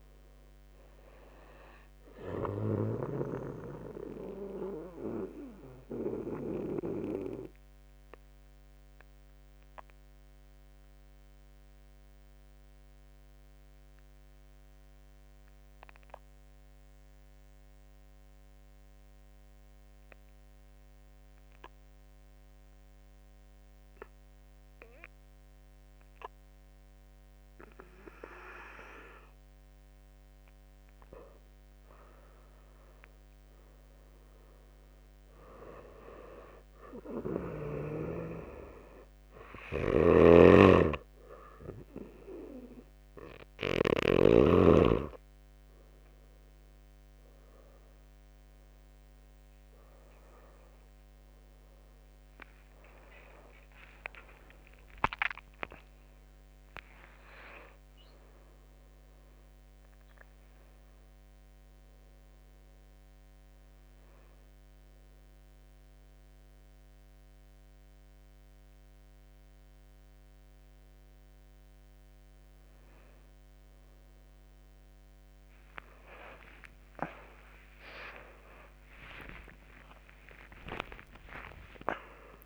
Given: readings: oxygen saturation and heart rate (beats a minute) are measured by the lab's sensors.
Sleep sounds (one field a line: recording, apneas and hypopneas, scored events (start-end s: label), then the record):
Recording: breathing in sleep by a microphone on the trachea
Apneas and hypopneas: 1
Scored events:
0.00-8.50 s: oxygen desaturation (device-marked, oxygen 83% lowest, heart rate 48 extreme)
0.00-9.50 s: drop in pulse transit time (device-marked, heart rate 48 extreme)
3.50-30.00 s: obstructive apnea (oxygen 98% before, 83% lowest, heart rate 64 before, 49 extreme, up 13 after)
32.00-35.00 s: arousal
36.50-52.50 s: oxygen desaturation (device-marked, oxygen 98% before, 90% lowest, heart rate 54 before, 52 extreme)
39.50-44.00 s: snoring (device-marked)
52.50-64.50 s: drop in pulse transit time (device-marked, heart rate 58 before, 66 extreme)
53.00-57.50 s: arousal
73.50-81.50 s: tachycardia (device-marked, heart rate 59 before, 150 extreme)
79.00-82.46 s: arousal
80.50-82.46 s: drop in pulse transit time (device-marked, heart rate 75 before, 90 extreme)
From the record:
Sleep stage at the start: N2 (light sleep)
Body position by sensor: on the back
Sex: male